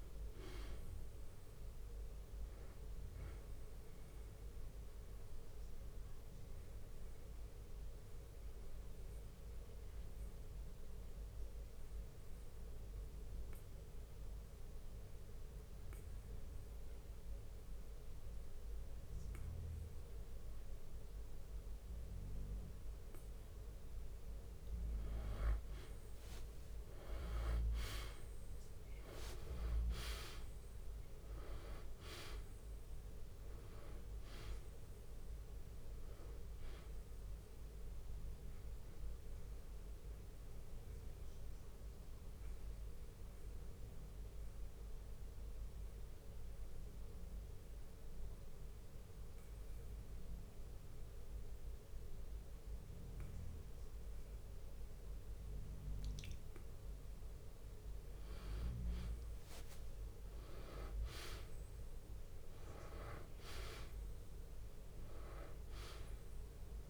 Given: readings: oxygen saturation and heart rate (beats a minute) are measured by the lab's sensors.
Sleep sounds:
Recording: breathing in sleep by a room microphone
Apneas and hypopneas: 2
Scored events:
0.00-4.00 s: drop in pulse transit time (device-marked, heart rate 65 extreme)
0.00-21.00 s: oxygen desaturation (device-marked, oxygen 90% lowest, heart rate 51 extreme)
1.00-27.00 s: bradycardia (device-marked, heart rate 63 before, 51 extreme)
4.00-24.50 s: obstructive apnea (oxygen 96% before, 90% lowest, heart rate 64 before, 51 extreme, up 7 after)
26.50-32.00 s: arousal
27.00-40.00 s: drop in pulse transit time (device-marked, heart rate 55 before, 57 extreme)
28.00-55.00 s: oxygen desaturation (device-marked, oxygen 98% before, 90% lowest, heart rate 56 before, 50 extreme)
39.00-41.00 s: long interval between heartbeats (device-marked, heart rate 60 before, 65 extreme)
39.00-57.00 s: mixed apnea (oxygen 98% before, 90% lowest, heart rate 60 before, 50 extreme, up 2 after)
42.00-66.90 s: bradycardia (device-marked, heart rate 63 before, 50 extreme)
59.50-64.00 s: arousal
60.00-66.90 s: drop in pulse transit time (device-marked, heart rate 57 before, 53 extreme)
From the record:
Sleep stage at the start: N2 (light sleep)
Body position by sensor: on the back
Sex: male

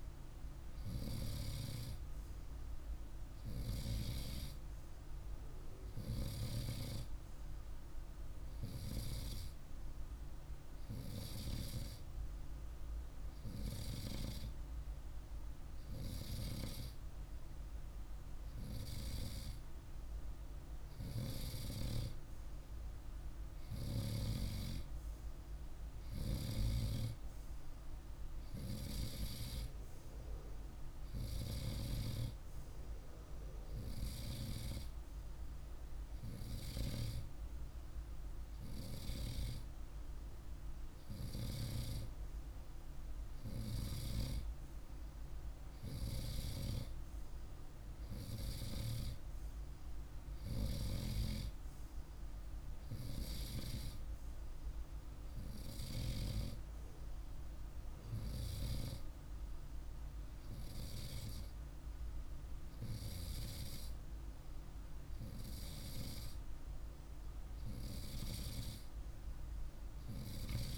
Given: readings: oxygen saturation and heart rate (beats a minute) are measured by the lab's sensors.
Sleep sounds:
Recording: breathing in sleep by a room microphone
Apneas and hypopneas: none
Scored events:
none scored
From the record:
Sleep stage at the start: N2 (light sleep)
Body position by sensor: on the right side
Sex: male

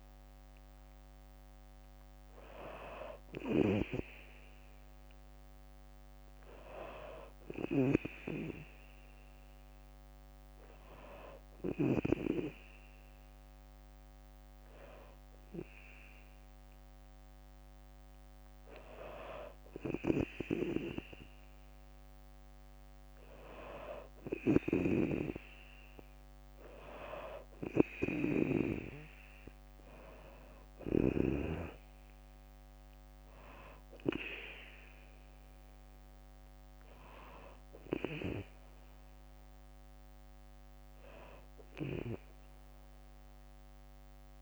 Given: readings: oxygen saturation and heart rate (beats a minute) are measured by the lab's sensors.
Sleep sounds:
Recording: breathing in sleep by a microphone on the trachea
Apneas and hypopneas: none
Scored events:
27.50-31.00 s: snoring (device-marked)
29.50-41.50 s: drop in pulse transit time (device-marked, heart rate 63 before, 62 extreme)
From the record:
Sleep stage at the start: N2 (light sleep)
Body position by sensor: on the back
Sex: female

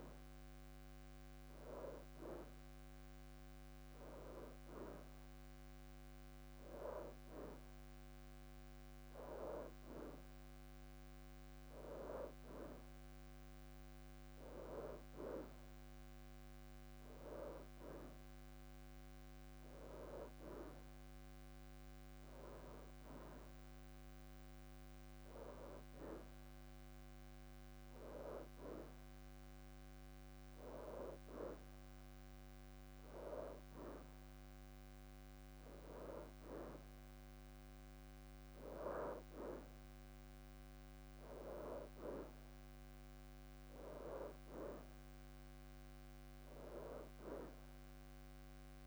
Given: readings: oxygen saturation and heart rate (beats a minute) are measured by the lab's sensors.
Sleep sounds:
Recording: breathing in sleep by a microphone on the trachea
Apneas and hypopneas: none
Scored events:
2.00-5.00 s: leg movement (device-marked)
5.00-7.50 s: leg movement (device-marked)
9.00-12.00 s: leg movement (device-marked)
18.00-21.50 s: leg movement (device-marked)
18.00-22.00 s: arousal
From the record:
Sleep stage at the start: N2 (light sleep)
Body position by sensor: on the right side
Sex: female

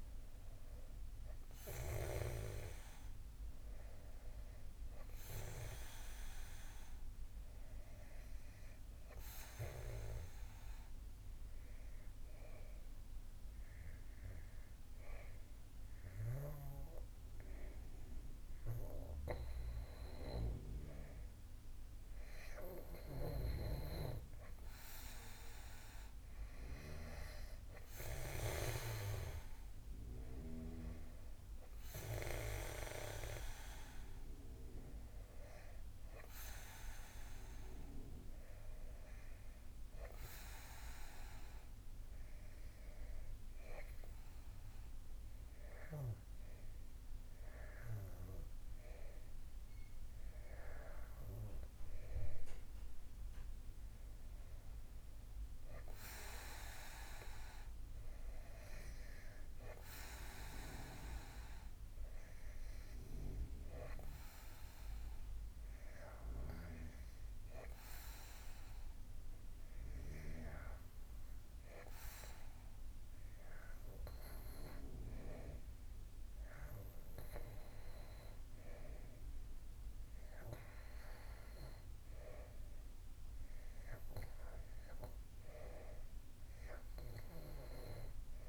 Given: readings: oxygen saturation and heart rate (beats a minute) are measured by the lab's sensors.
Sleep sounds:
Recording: breathing in sleep by a room microphone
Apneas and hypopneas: 3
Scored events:
10.50-24.00 s: hypopnea (oxygen 95% before, 88% lowest, heart rate 80 before, 78 extreme, up 12 after)
26.50-30.50 s: arousal
30.50-41.50 s: oxygen desaturation (device-marked, oxygen 94% before, 88% lowest, heart rate 82 before, 78 extreme)
40.50-50.50 s: hypopnea (oxygen 95% before, 90% lowest, heart rate 85 before, 76 extreme, up 4 after)
53.50-57.50 s: arousal
58.50-69.50 s: oxygen desaturation (device-marked, oxygen 95% before, 92% lowest, heart rate 80 before, 76 extreme)
67.50-81.00 s: hypopnea (oxygen 96% before, 90% lowest, heart rate 81 before, 79 extreme, up 3 after)
83.00-87.00 s: arousal
85.50-88.49 s: oxygen desaturation (device-marked, oxygen 93% before, 90% lowest, heart rate 79 before, 79 extreme)
From the record:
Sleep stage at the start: N2 (light sleep)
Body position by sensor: on the back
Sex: male

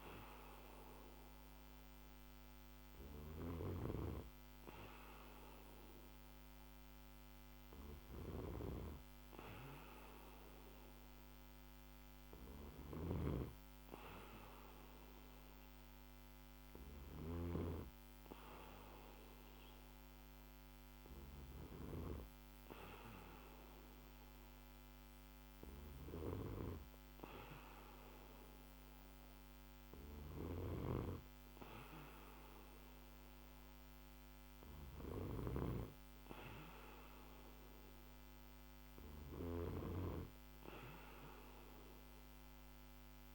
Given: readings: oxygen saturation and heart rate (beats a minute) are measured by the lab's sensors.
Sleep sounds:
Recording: breathing in sleep by a microphone on the trachea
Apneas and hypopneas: none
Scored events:
none scored
From the record:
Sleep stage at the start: N2 (light sleep)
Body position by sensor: on the back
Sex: male

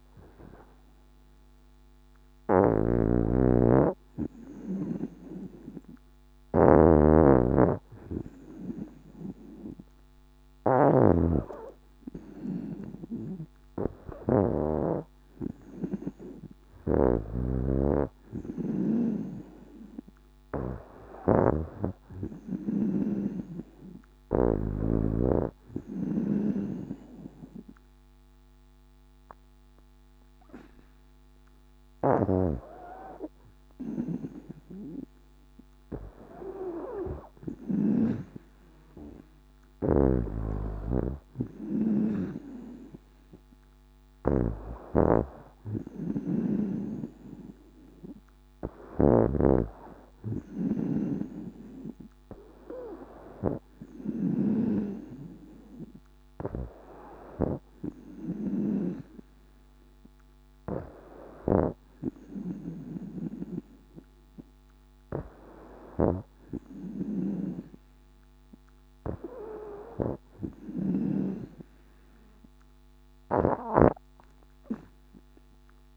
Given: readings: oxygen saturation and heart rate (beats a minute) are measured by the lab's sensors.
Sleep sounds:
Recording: breathing in sleep by a microphone on the trachea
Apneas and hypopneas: none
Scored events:
0.00-14.50 s: snoring (device-marked)
16.50-24.50 s: snoring (device-marked)
31.50-37.50 s: snoring (device-marked)
39.50-44.00 s: snoring (device-marked)
48.50-71.00 s: snoring (device-marked)
From the record:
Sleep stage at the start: N2 (light sleep)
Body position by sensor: on the back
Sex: female

